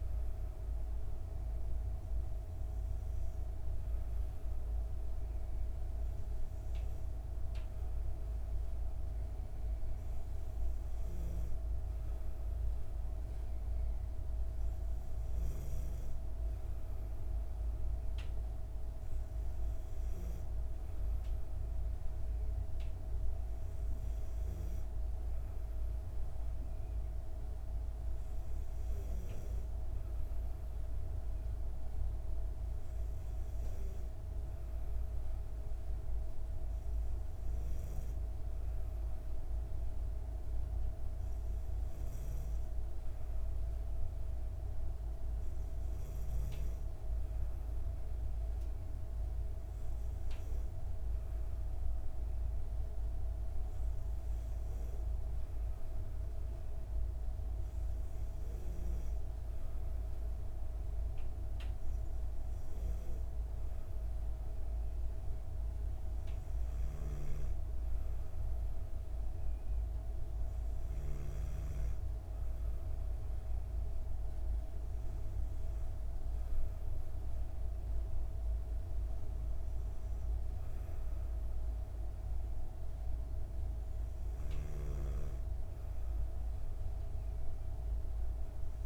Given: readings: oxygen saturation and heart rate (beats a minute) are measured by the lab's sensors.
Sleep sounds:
breathing in sleep, hard to hear, by a room microphone; none
none scored
From the record:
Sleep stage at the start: N2 (light sleep); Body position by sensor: on the back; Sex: female

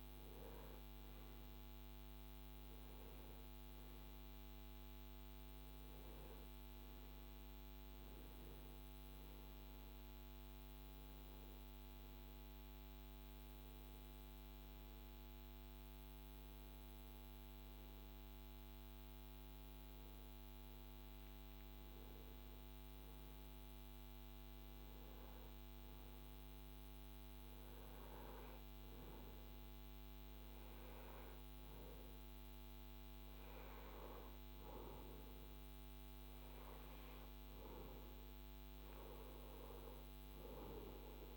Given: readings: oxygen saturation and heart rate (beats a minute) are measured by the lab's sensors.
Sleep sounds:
breathing in sleep, hard to hear, by a microphone on the trachea; none
32.00-41.37 s: new sleep stage, N2 (light sleep)
From the record:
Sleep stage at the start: N1 (lightest sleep); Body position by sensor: on the right side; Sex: male

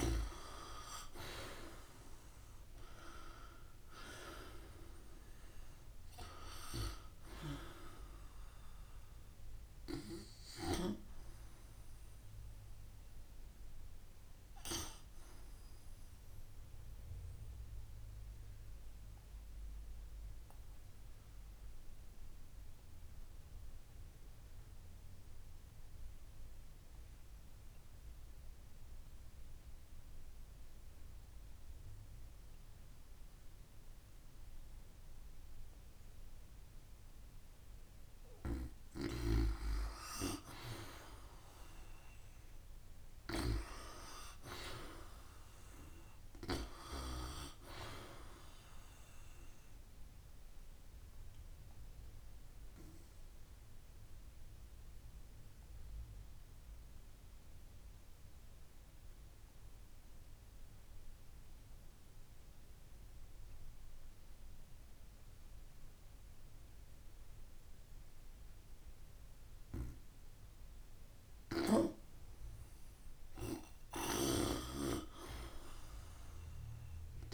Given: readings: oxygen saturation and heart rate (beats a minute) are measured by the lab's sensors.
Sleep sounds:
breathing in sleep by a room microphone; 2
0.00-2.00 s: arousal
17.00-37.00 s: obstructive apnea (oxygen 97% before, 86% lowest, heart rate 46 before, 45 extreme)
26.00-49.00 s: oxygen desaturation (device-marked, oxygen 96% before, 86% lowest, heart rate 47 before, 37 extreme)
38.50-44.00 s: arousal
49.50-70.00 s: obstructive apnea (oxygen 95% before, 86% lowest)
71.00-77.33 s: oxygen desaturation (device-marked, oxygen 95% before, 87% lowest)
74.50-77.33 s: arousal
From the record:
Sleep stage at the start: N2 (light sleep); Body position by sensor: on the back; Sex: female

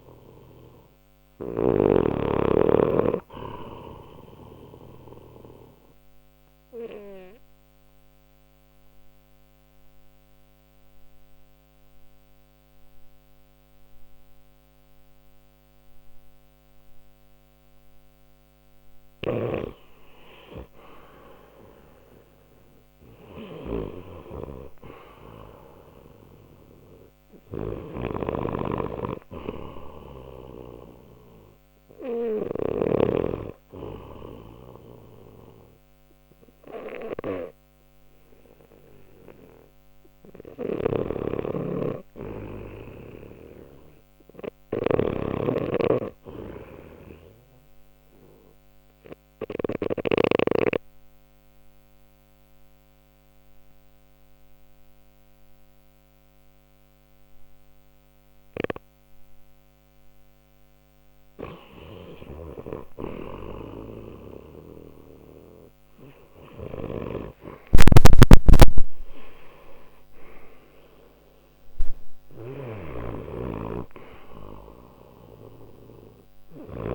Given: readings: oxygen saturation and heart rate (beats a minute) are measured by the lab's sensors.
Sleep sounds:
breathing in sleep by a microphone on the trachea; 2
0.00-1.00 s: arousal
0.00-1.50 s: snoring (device-marked)
4.50-18.50 s: obstructive apnea (oxygen 93% before, 88% lowest, heart rate 64 before, 60 extreme, up 2 after)
20.00-24.50 s: arousal
28.00-33.00 s: snoring (device-marked)
40.50-50.00 s: snoring (device-marked)
40.50-52.50 s: oxygen desaturation (device-marked, oxygen 94% before, 88% lowest, heart rate 63 before, 61 extreme)
47.50-62.50 s: obstructive apnea (oxygen 94% before, 88% lowest, heart rate 63 before, 62 extreme, up 24 after)
65.50-70.00 s: arousal
66.50-76.95 s: snoring (device-marked)
From the record:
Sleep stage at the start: N2 (light sleep); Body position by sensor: on the left side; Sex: male

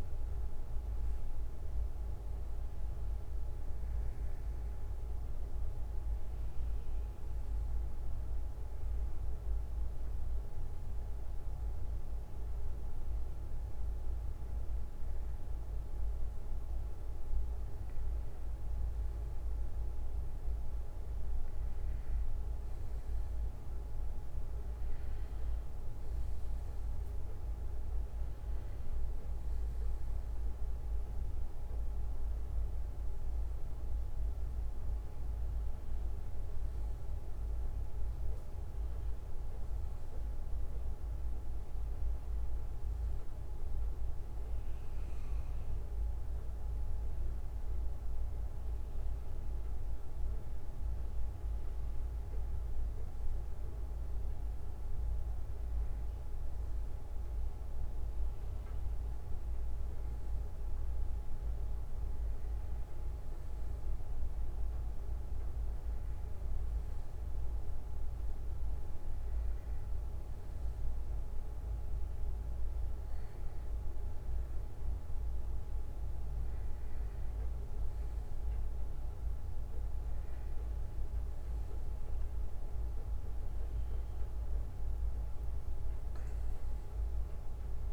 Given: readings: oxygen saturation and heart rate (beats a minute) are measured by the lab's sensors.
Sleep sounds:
breathing in sleep, hard to hear, by a room microphone; none
11.00-15.00 s: bradycardia (device-marked, heart rate 64 before, 57 extreme)
67.00-76.00 s: bradycardia (device-marked, heart rate 64 before, 50 extreme)
From the record:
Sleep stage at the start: N1 (lightest sleep); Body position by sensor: on the back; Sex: male

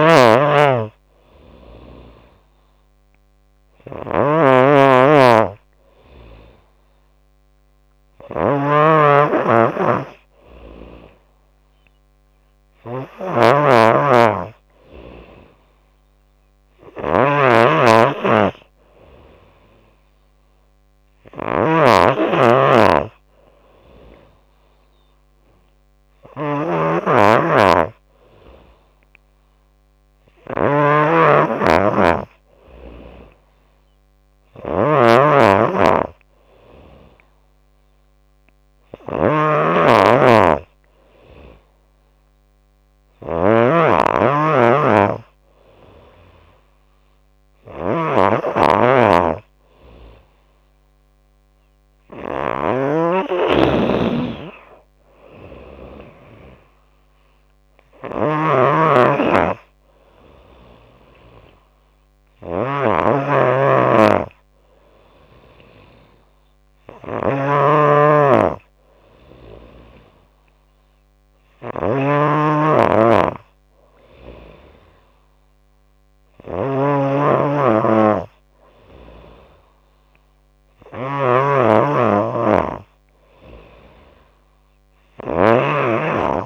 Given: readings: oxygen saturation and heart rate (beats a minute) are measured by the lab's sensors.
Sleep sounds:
breathing in sleep by a microphone on the trachea; none
0.00-86.46 s: snoring (device-marked)
6.00-14.00 s: tachycardia (device-marked, heart rate 89 before, 117 extreme)
9.50-11.50 s: long interval between heartbeats (device-marked, heart rate 93 before, 106 extreme)
15.00-17.00 s: long interval between heartbeats (device-marked, heart rate 96 before, 110 extreme)
23.50-25.50 s: long interval between heartbeats (device-marked, heart rate 99 before, 96 extreme)
29.00-34.00 s: tachycardia (device-marked, heart rate 89 before, 106 extreme)
31.50-33.50 s: long interval between heartbeats (device-marked, heart rate 100 before, 96 extreme)
37.00-43.00 s: tachycardia (device-marked, heart rate 90 before, 105 extreme)
40.00-42.00 s: long interval between heartbeats (device-marked, heart rate 96 before, 102 extreme)
50.50-52.50 s: long interval between heartbeats (device-marked, heart rate 98 before, 89 extreme)
53.00-58.00 s: tachycardia (device-marked, heart rate 90 before, 108 extreme)
55.00-57.00 s: long interval between heartbeats (device-marked, heart rate 95 before, 100 extreme)
69.00-71.00 s: long interval between heartbeats (device-marked, heart rate 92 before, 92 extreme)
70.00-72.00 s: tachycardia (device-marked, heart rate 90 before, 92 extreme)
73.50-75.50 s: long interval between heartbeats (device-marked, heart rate 93 before, 101 extreme)
78.50-80.50 s: long interval between heartbeats (device-marked, heart rate 93 before, 98 extreme)
From the record:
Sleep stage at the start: N3 (deep sleep); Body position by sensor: on the back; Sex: female

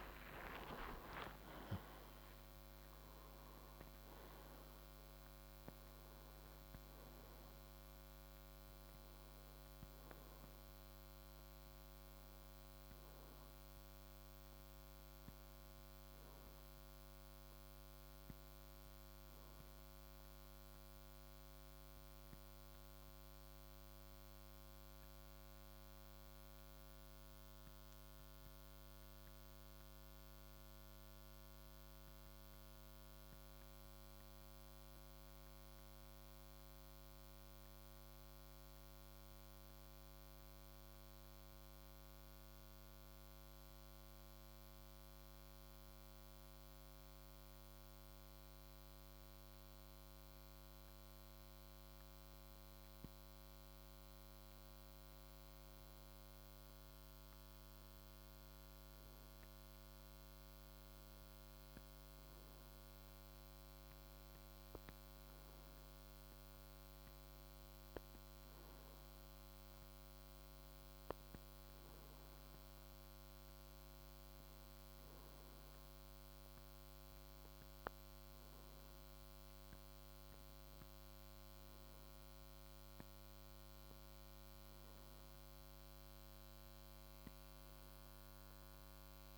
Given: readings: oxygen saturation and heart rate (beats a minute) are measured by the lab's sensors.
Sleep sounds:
breathing in sleep, hard to hear, by a microphone on the trachea; 1
0.00-1.50 s: tachycardia (device-marked, heart rate 153 extreme)
0.00-3.50 s: oxygen desaturation (device-marked, oxygen 89% lowest, heart rate 55 extreme)
13.50-89.38 s: new sleep stage, N2 (light sleep)
16.50-39.50 s: oxygen desaturation (device-marked, oxygen 94% before, 88% lowest, heart rate 89 before, 54 extreme)
27.00-52.00 s: obstructive apnea (oxygen 94% before, 90% lowest, heart rate 58 before, 54 extreme, up 1 after)
54.50-59.00 s: arousal
61.50-89.38 s: oxygen desaturation (device-marked, oxygen 97% before, 91% lowest, heart rate 55 before, 53 extreme)
From the record:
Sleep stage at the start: N1 (lightest sleep); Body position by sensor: on the right side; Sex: male

